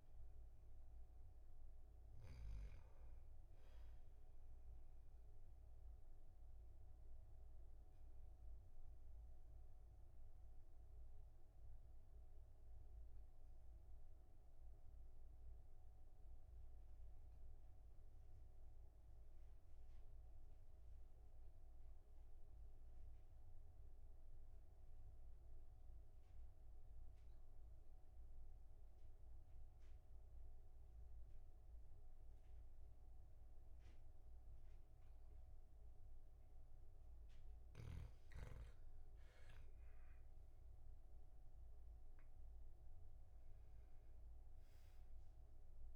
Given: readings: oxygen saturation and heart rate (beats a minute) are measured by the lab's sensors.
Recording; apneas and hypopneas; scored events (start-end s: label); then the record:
breathing in sleep, hard to hear, by a room microphone; 1
7.00-36.50 s: obstructive apnea (oxygen 98% before, 94% lowest, heart rate 49 before, 43 extreme, up 8 after)
40.00-44.00 s: arousal
From the record:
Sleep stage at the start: N2 (light sleep); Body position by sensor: on the back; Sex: male